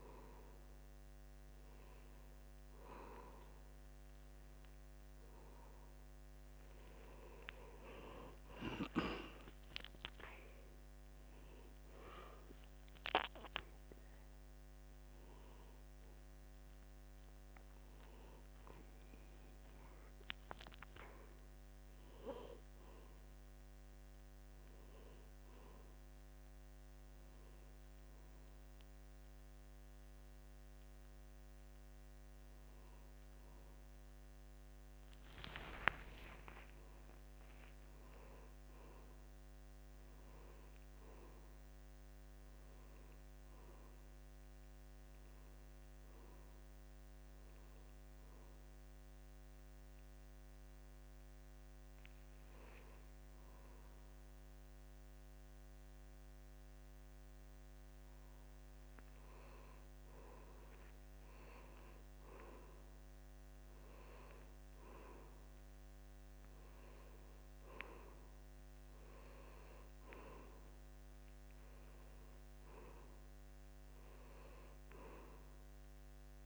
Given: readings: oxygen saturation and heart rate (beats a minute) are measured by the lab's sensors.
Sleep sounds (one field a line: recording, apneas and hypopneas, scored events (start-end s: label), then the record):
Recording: a person awake in a sleep study, by a microphone on the trachea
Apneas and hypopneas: 1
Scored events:
35.50-37.50 s: long interval between heartbeats (device-marked, heart rate 79 before, 85 extreme)
42.00-76.46 s: new sleep stage, N2 (light sleep)
47.00-60.00 s: hypopnea (oxygen 94% before, 89% lowest, heart rate 81 before, 73 extreme, up 3 after)
62.50-66.50 s: arousal
From the record:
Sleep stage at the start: awake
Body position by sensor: on the back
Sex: male